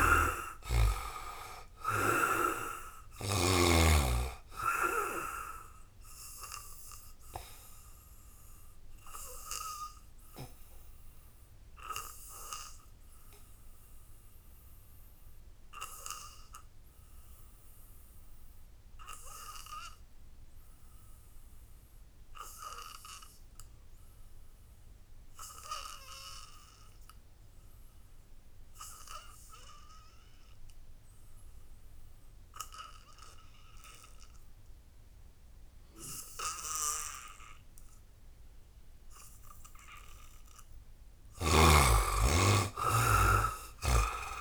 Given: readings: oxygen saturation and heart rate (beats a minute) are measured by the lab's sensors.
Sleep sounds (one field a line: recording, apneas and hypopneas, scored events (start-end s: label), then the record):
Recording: breathing in sleep by a room microphone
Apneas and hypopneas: 1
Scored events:
0.00-3.00 s: snoring (device-marked)
0.00-18.00 s: oxygen desaturation (device-marked, oxygen 71% lowest, heart rate 59 extreme)
6.50-38.50 s: obstructive apnea (oxygen 98% before, 71% lowest, heart rate 68 before, 59 extreme, up 2 after)
20.00-44.41 s: oxygen desaturation (device-marked, oxygen 99% before, 71% lowest, heart rate 78 before, 59 extreme)
40.50-44.41 s: arousal
From the record:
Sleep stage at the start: N2 (light sleep)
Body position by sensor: on the back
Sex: male